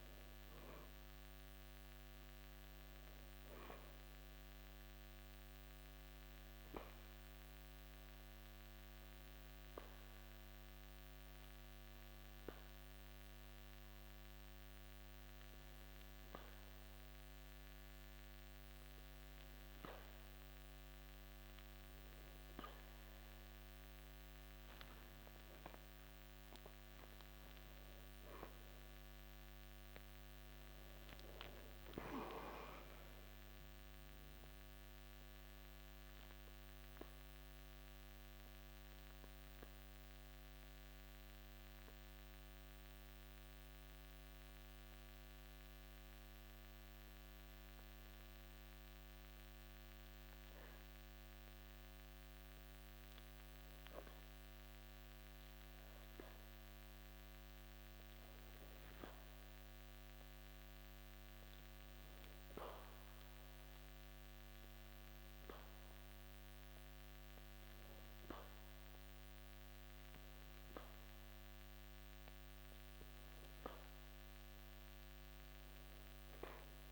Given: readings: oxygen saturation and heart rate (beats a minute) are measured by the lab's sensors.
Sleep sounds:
breathing in sleep, hard to hear, by a microphone on the trachea; 2
5.50-18.50 s: hypopnea (oxygen 94% before, 89% lowest, heart rate 79 before, 54 extreme, up 25 after)
22.50-27.50 s: arousal
34.50-51.50 s: obstructive apnea (oxygen 95% before, 89% lowest, heart rate 68 before, 55 extreme, up 0 after)
54.00-58.00 s: arousal
59.00-76.92 s: oxygen desaturation (device-marked, oxygen 96% before, 89% lowest, heart rate 55 before, 54 extreme)
From the record:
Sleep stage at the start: N2 (light sleep); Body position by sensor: on the back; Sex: male

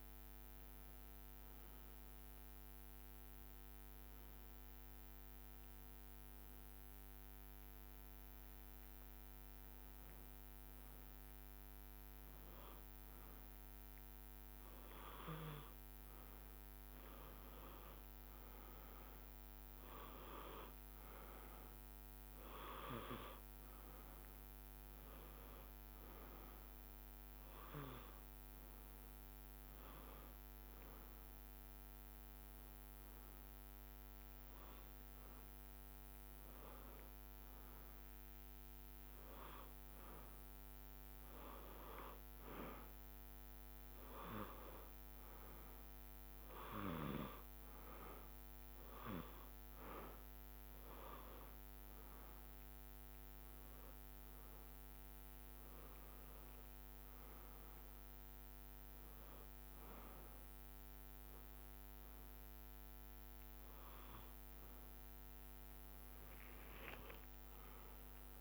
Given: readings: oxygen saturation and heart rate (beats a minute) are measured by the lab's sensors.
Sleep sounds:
breathing in sleep by a microphone on the trachea; 2
3.00-13.00 s: hypopnea (oxygen 97% before, 94% lowest, heart rate 64 before, 60 extreme, up 4 after)
15.00-19.00 s: arousal
19.50-21.50 s: long interval between heartbeats (device-marked, heart rate 64 before, 62 extreme)
20.50-34.50 s: oxygen desaturation (device-marked, oxygen 97% before, 94% lowest, heart rate 64 before, 62 extreme)
28.50-39.50 s: hypopnea (oxygen 97% before, 93% lowest, heart rate 62 before, 62 extreme, up 1 after)
42.00-45.00 s: arousal
55.50-68.41 s: drop in pulse transit time (device-marked, heart rate 62 before, 62 extreme)
65.50-67.50 s: long interval between heartbeats (device-marked, heart rate 64 before, 69 extreme)
From the record:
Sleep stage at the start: N2 (light sleep); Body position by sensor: on the back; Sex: male

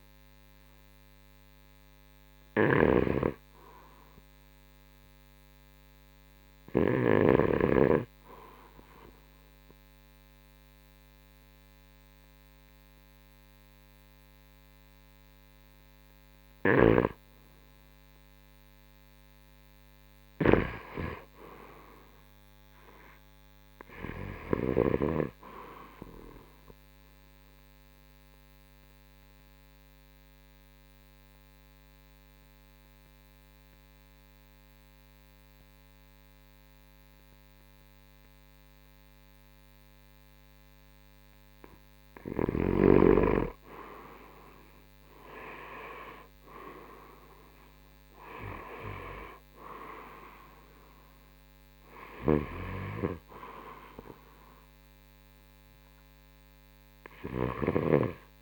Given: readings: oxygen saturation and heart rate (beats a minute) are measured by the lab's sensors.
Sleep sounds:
breathing in sleep by a microphone on the trachea; 1
0.00-7.50 s: snoring (device-marked)
15.50-20.00 s: arousal
18.00-48.00 s: oxygen desaturation (device-marked, oxygen 94% before, 88% lowest, heart rate 68 before, 60 extreme)
27.00-42.00 s: obstructive apnea (oxygen 97% before, 86% lowest, heart rate 67 before, 60 extreme, up 18 after)
42.50-46.50 s: arousal
46.00-58.00 s: drop in pulse transit time (device-marked, heart rate 65 before, 67 extreme)
50.00-58.41 s: oxygen desaturation (device-marked, oxygen 94% before, 86% lowest, heart rate 66 before, 63 extreme)
From the record:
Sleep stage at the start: N2 (light sleep); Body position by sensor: on the right side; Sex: male

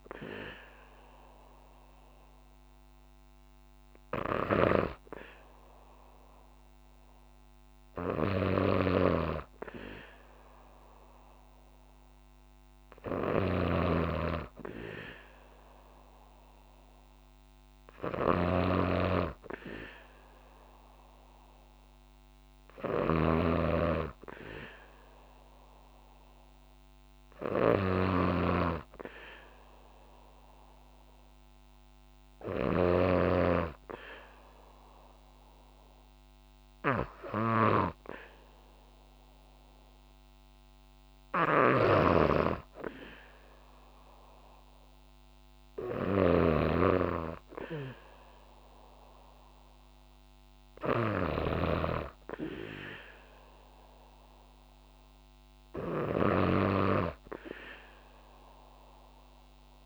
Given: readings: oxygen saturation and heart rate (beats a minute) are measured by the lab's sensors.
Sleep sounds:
breathing in sleep by a microphone on the trachea; none
8.00-32.50 s: snoring (device-marked)
41.00-59.86 s: snoring (device-marked)
From the record:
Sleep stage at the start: N2 (light sleep); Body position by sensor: on the back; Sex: female

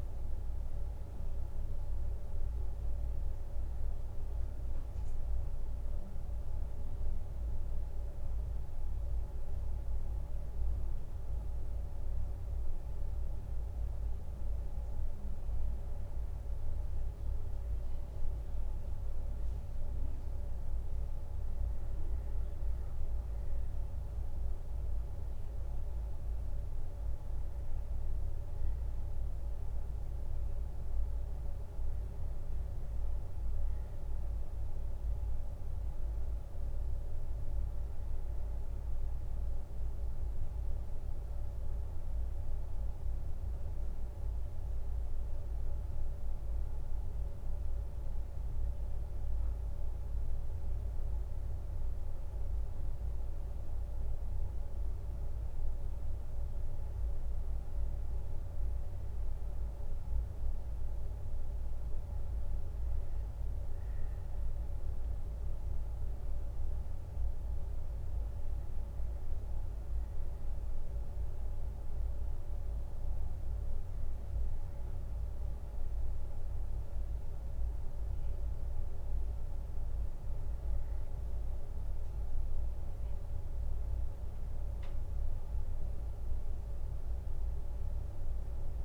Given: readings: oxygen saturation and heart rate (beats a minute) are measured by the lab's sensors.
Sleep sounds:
a person awake in a sleep study, hard to hear, by a room microphone; none
none scored
From the record:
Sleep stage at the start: awake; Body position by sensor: on the left side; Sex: male

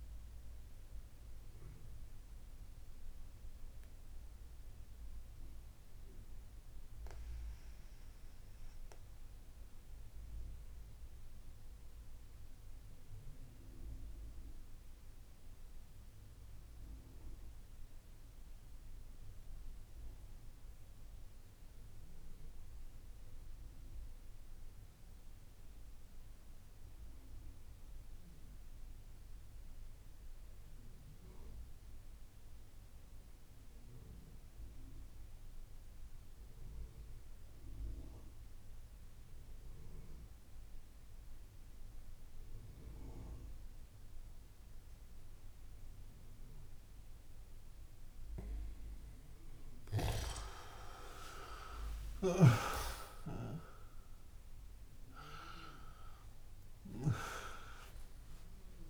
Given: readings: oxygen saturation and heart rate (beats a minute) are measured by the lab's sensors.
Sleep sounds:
breathing in sleep by a room microphone; 1
0.00-13.00 s: oxygen desaturation (device-marked, oxygen 88% lowest)
0.50-46.50 s: mixed apnea (oxygen 96% before, 88% lowest)
33.00-58.90 s: oxygen desaturation (device-marked, oxygen 98% before, 90% lowest)
49.00-52.50 s: arousal
From the record:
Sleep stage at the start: N2 (light sleep); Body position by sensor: on the back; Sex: male

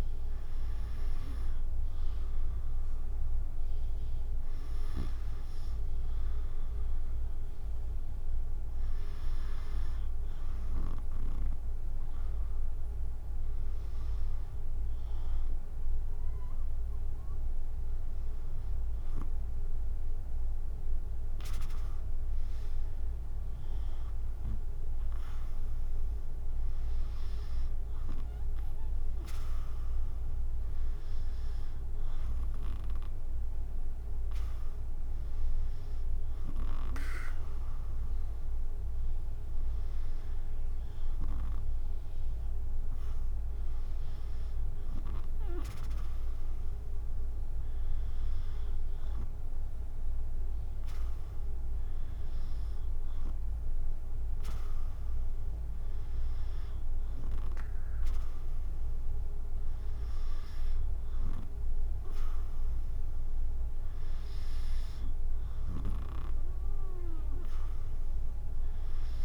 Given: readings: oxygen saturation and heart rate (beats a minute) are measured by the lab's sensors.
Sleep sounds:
breathing in sleep by a room microphone; none
none scored
From the record:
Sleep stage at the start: N2 (light sleep); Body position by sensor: on the back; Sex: female

